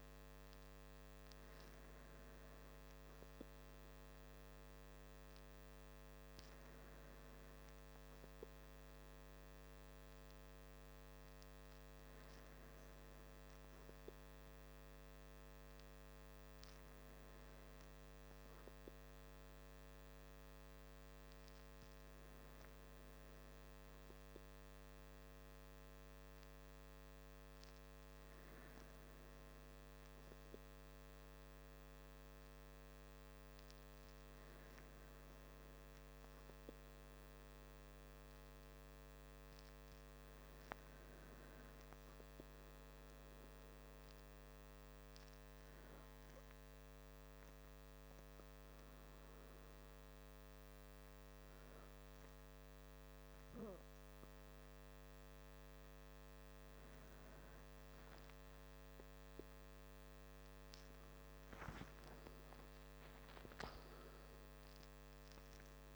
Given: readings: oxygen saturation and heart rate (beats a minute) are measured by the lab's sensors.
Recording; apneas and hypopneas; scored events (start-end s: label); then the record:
breathing in sleep, hard to hear, by a microphone on the trachea; 1
27.50-65.96 s: new sleep stage, N2 (light sleep)
32.50-37.00 s: arousal
42.00-57.00 s: hypopnea (oxygen 96% before, 92% lowest, heart rate 97 before, 61 extreme, up 37 after)
60.50-65.96 s: arousal
From the record:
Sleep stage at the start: N3 (deep sleep); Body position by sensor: on the back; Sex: male